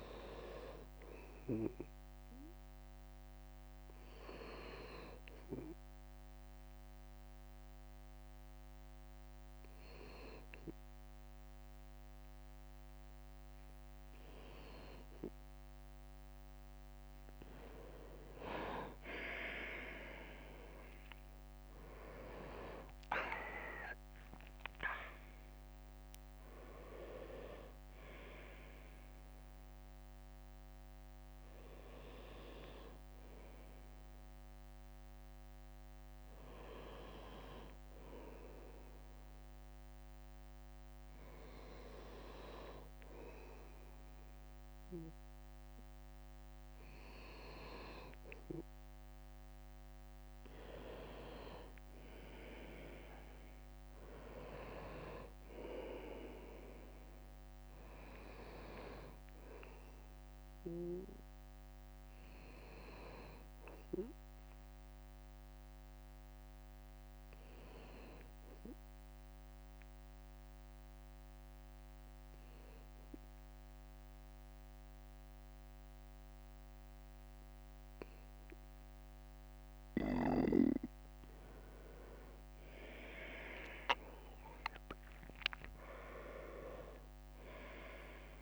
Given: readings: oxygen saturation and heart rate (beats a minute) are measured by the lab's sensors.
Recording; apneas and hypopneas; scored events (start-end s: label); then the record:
breathing in sleep by a microphone on the trachea; 2
0.00-10.00 s: bradycardia (device-marked, heart rate 61 before, 58 extreme)
1.50-15.00 s: hypopnea (oxygen 96% before, 93% lowest, heart rate 59 before, 58 extreme, up 10 after)
18.00-24.00 s: leg movement (device-marked)
19.00-32.00 s: drop in pulse transit time (device-marked, heart rate 60 before, 66 extreme)
19.50-25.00 s: arousal
43.00-47.00 s: bradycardia (device-marked, heart rate 61 before, 59 extreme)
63.00-65.00 s: leg movement (device-marked)
67.00-73.00 s: bradycardia (device-marked, heart rate 61 before, 59 extreme)
67.50-79.50 s: obstructive apnea (oxygen 98% before, 94% lowest, heart rate 62 before, 59 extreme, up 10 after)
82.00-84.00 s: long interval between heartbeats (device-marked, heart rate 60 before, 65 extreme)
83.50-85.50 s: leg movement (device-marked)
85.50-88.42 s: arousal
From the record:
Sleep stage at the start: N2 (light sleep); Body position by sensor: on the right side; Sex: male